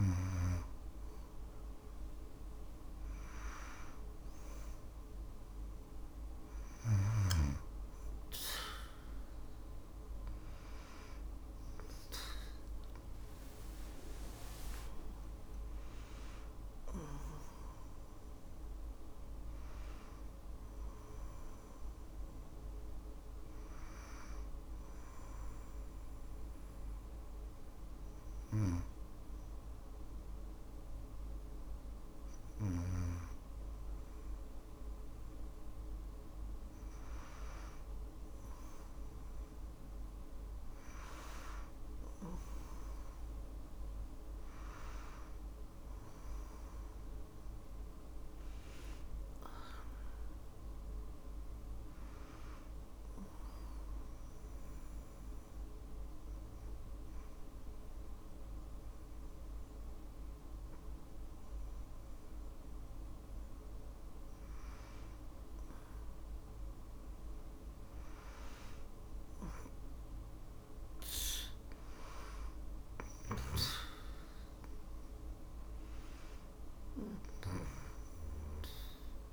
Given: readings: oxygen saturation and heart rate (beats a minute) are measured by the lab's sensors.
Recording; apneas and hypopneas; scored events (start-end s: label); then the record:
breathing in sleep by a room microphone; 2
11.00-14.50 s: arousal
23.50-34.50 s: hypopnea (oxygen 96% before, 94% lowest, heart rate 61 before, 56 extreme, up 3 after)
38.00-41.50 s: arousal
53.00-63.00 s: obstructive apnea (oxygen 96% before, 93% lowest, heart rate 58 before, 56 extreme, up 3 after)
65.50-70.00 s: arousal
From the record:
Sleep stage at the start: N2 (light sleep); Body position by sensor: on the back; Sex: female